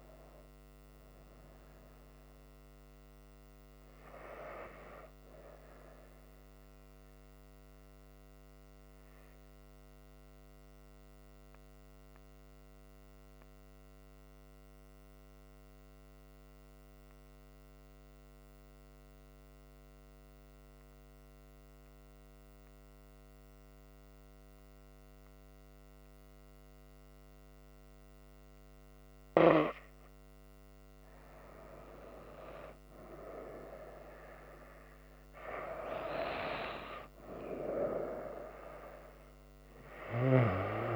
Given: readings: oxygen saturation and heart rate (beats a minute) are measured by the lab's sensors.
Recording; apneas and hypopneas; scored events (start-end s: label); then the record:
breathing in sleep by a microphone on the trachea; 1
10.00-32.00 s: obstructive apnea (oxygen 98% before, 93% lowest, heart rate 74 before, 63 extreme, up 3 after)
34.00-37.00 s: arousal
From the record:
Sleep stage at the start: N2 (light sleep); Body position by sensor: on the front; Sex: female